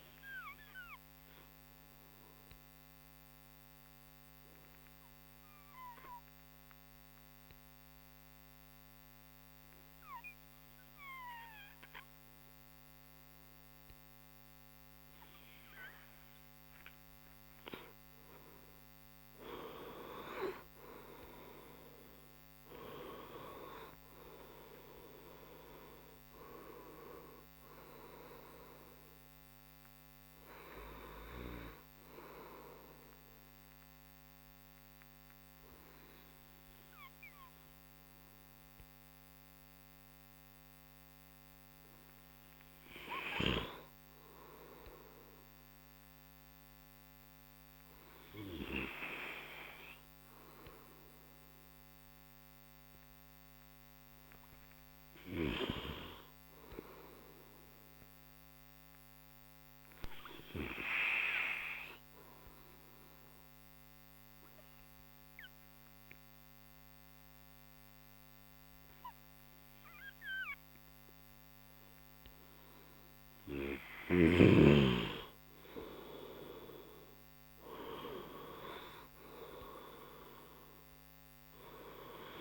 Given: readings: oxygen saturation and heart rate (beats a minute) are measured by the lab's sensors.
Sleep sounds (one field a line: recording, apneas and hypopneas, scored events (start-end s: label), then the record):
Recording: breathing in sleep by a microphone on the trachea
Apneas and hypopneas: 3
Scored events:
1.50-16.50 s: obstructive apnea (oxygen 98% before, 94% lowest)
6.00-18.00 s: oxygen desaturation (device-marked, oxygen 98% before, 94% lowest)
19.50-23.00 s: arousal
32.00-42.50 s: obstructive apnea (oxygen 98% before, 94% lowest)
53.50-57.50 s: arousal
59.50-73.00 s: obstructive apnea (oxygen 100% before, 93% lowest)
76.50-80.50 s: arousal
From the record:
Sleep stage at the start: N2 (light sleep)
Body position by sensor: on the front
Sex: male